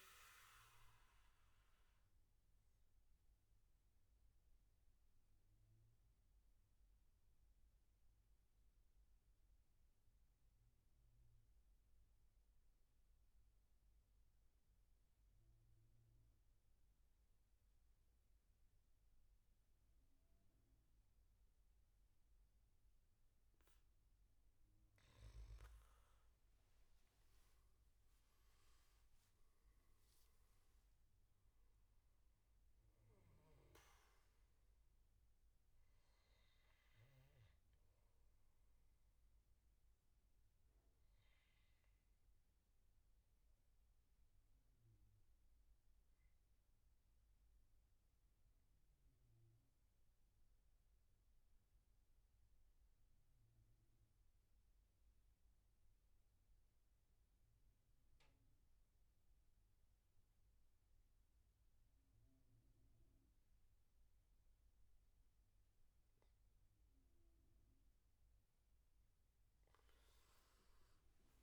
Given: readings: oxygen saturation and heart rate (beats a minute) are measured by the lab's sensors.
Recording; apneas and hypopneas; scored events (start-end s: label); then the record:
breathing in sleep, hard to hear, by a room microphone; 2
0.00-13.00 s: oxygen desaturation (device-marked, oxygen 95% lowest, heart rate 64 extreme)
1.50-24.00 s: mixed apnea (oxygen 98% before, 91% lowest, heart rate 75 before, 61 extreme, up 11 after)
26.00-31.00 s: arousal
26.00-48.00 s: oxygen desaturation (device-marked, oxygen 98% before, 93% lowest, heart rate 71 before, 61 extreme)
38.50-67.00 s: obstructive apnea (oxygen 98% before, 91% lowest, heart rate 76 before, 60 extreme, up 13 after)
62.00-71.43 s: oxygen desaturation (device-marked, oxygen 99% before, 91% lowest, heart rate 69 before, 60 extreme)
69.50-71.43 s: arousal
From the record:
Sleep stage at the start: N2 (light sleep); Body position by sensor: on the back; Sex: male